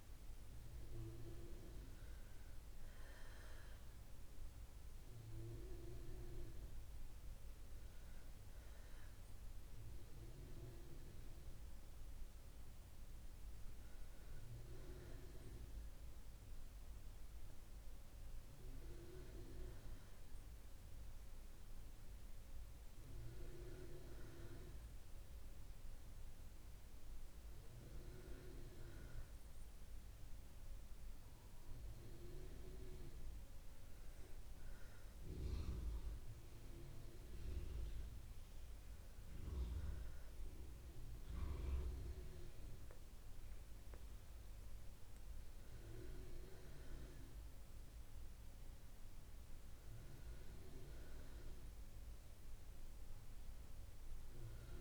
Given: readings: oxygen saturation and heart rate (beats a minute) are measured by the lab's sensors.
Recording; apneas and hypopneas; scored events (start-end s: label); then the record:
breathing in sleep by a room microphone; none
0.00-10.00 s: oxygen desaturation (device-marked, oxygen 91% lowest, heart rate 60 extreme)
From the record:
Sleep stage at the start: REM sleep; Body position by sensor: on the back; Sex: female